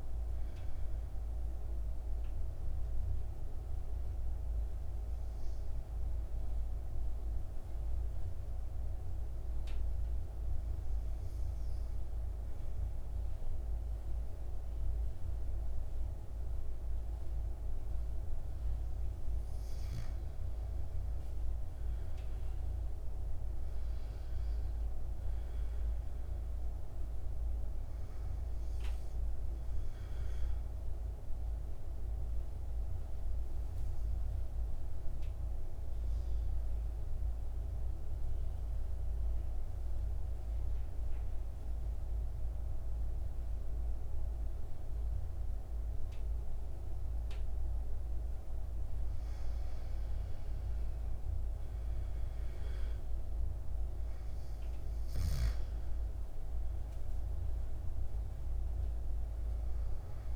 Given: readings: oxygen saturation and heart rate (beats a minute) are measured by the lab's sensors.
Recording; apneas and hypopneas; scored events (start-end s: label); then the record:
breathing in sleep, hard to hear, by a room microphone; 2
3.00-19.00 s: obstructive apnea (oxygen 98% before, 89% lowest, heart rate 54 before, 53 extreme, up 9 after)
21.00-24.00 s: arousal
21.50-47.50 s: oxygen desaturation (device-marked, oxygen 97% before, 91% lowest, heart rate 56 before, 50 extreme)
30.50-48.00 s: obstructive apnea (oxygen 98% before, 88% lowest, heart rate 57 before, 50 extreme, up 6 after)
49.50-52.50 s: arousal
58.50-60.35 s: oxygen desaturation (device-marked, oxygen 97% before, 89% lowest, heart rate 55 before, 50 extreme)
From the record:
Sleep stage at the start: N2 (light sleep); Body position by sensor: on the back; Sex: male